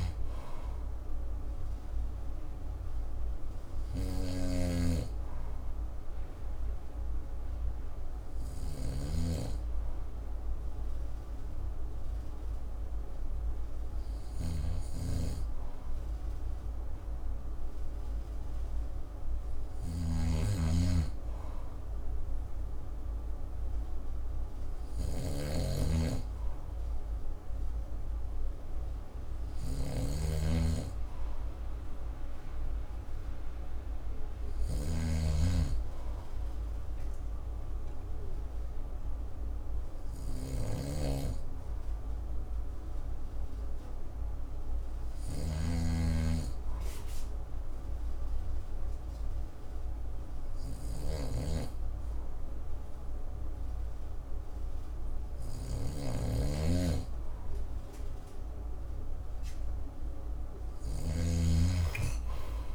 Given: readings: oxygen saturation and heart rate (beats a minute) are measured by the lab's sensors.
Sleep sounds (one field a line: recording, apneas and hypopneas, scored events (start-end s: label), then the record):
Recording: breathing in sleep by a room microphone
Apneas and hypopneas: none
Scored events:
0.00-35.50 s: snoring (device-marked)
56.00-61.50 s: snoring (device-marked)
From the record:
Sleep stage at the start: N2 (light sleep)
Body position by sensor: on the back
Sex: male